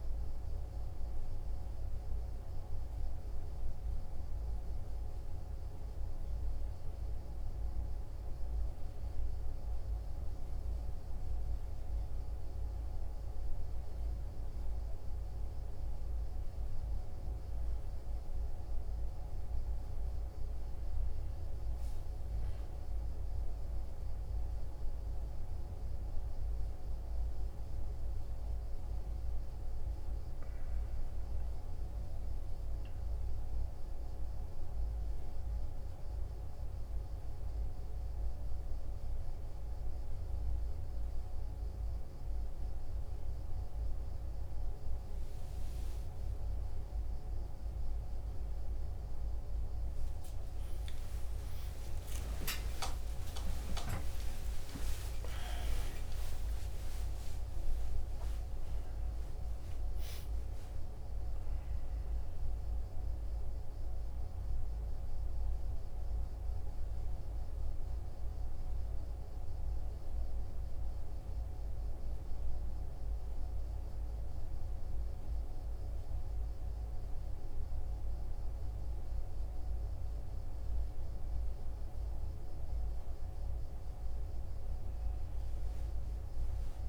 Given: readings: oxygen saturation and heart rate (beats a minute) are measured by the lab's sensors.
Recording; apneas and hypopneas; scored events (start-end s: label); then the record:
a person partly awake in a sleep study, hard to hear, by a room microphone; 1
0.00-1.00 s: arousal
3.50-14.50 s: hypopnea (oxygen 97% before, 94% lowest, heart rate 48 before, 44 extreme, up 2 after)
16.50-20.00 s: arousal
27.00-41.00 s: oxygen desaturation (device-marked, oxygen 98% before, 95% lowest, heart rate 46 before, 48 extreme)
41.00-71.00 s: new sleep stage, awake
71.00-86.89 s: new sleep stage, N1 (lightest sleep)
From the record:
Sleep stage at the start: N1 (lightest sleep); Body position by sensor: on the right side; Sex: male